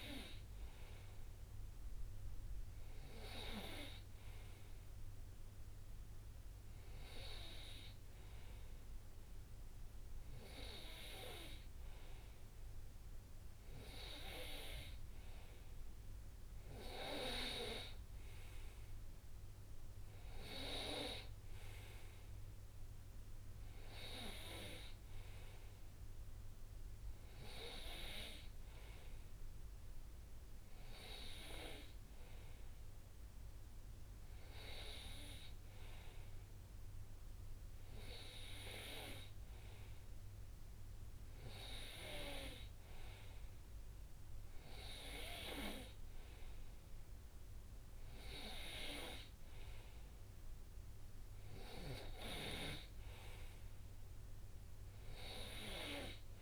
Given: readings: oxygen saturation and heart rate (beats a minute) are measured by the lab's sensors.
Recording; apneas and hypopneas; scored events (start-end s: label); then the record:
breathing in sleep by a room microphone; none
none scored
From the record:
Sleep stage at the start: N2 (light sleep); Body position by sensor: on the right side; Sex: male